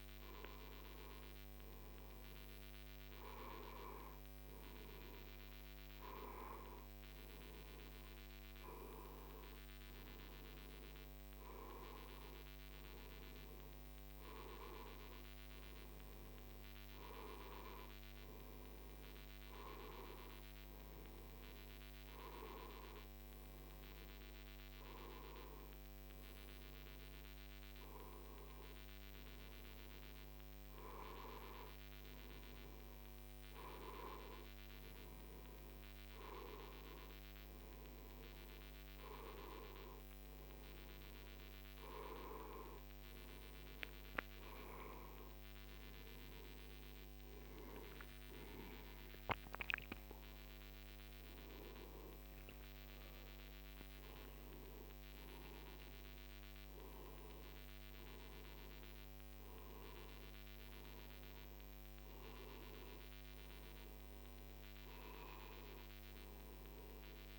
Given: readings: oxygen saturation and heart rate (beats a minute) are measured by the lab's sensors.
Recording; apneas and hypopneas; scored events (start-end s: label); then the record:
breathing in sleep by a microphone on the trachea; none
46.50-51.00 s: arousal
From the record:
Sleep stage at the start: N2 (light sleep); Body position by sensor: on the right side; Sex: male